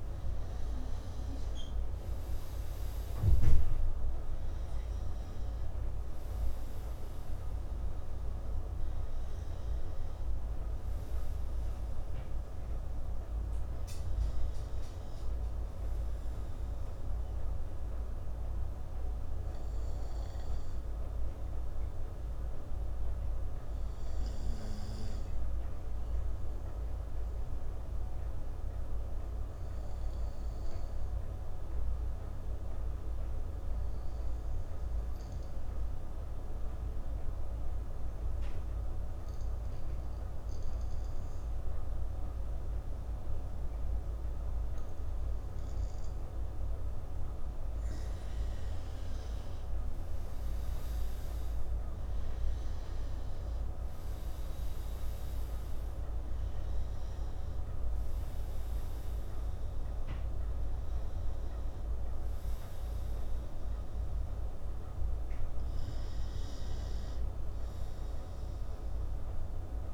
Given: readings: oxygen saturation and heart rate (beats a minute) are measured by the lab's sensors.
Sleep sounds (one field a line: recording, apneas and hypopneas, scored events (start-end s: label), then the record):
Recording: breathing in sleep, hard to hear, by a room microphone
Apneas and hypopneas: 1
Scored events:
0.00-3.00 s: arousal
0.00-31.00 s: oxygen desaturation (device-marked, oxygen 89% lowest, heart rate 61 extreme)
17.50-47.50 s: obstructive apnea (oxygen 96% before, 87% lowest, heart rate 69 before, 61 extreme, up 5 after)
50.00-55.00 s: arousal
50.00-69.93 s: oxygen desaturation (device-marked, oxygen 96% before, 87% lowest, heart rate 67 before, 61 extreme)
From the record:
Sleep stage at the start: N2 (light sleep)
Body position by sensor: on the right side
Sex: male